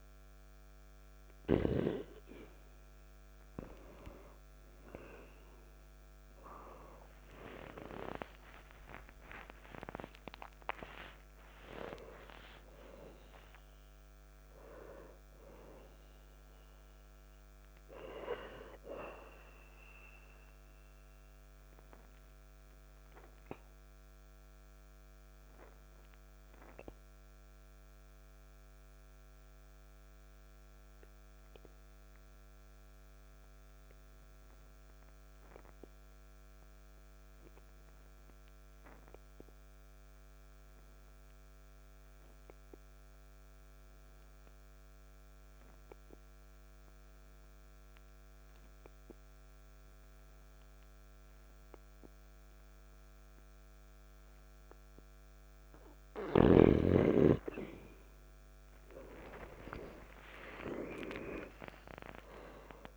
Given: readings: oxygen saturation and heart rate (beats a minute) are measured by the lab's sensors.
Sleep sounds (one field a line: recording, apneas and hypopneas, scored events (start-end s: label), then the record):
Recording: breathing in sleep by a microphone on the trachea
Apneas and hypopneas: 1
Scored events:
7.50-13.00 s: arousal
10.00-17.00 s: oxygen desaturation (device-marked, oxygen 98% before, 94% lowest, heart rate 53 before, 53 extreme)
21.50-56.00 s: obstructive apnea (oxygen 98% before, 87% lowest, heart rate 56 before, 47 extreme, up 7 after)
23.00-40.00 s: oxygen desaturation (device-marked, oxygen 96% before, 91% lowest, heart rate 57 before, 47 extreme)
57.00-62.97 s: oxygen desaturation (device-marked, oxygen 98% before, 87% lowest, heart rate 49 before, 50 extreme)
58.00-62.00 s: arousal
From the record:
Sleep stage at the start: N2 (light sleep)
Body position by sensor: on the back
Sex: male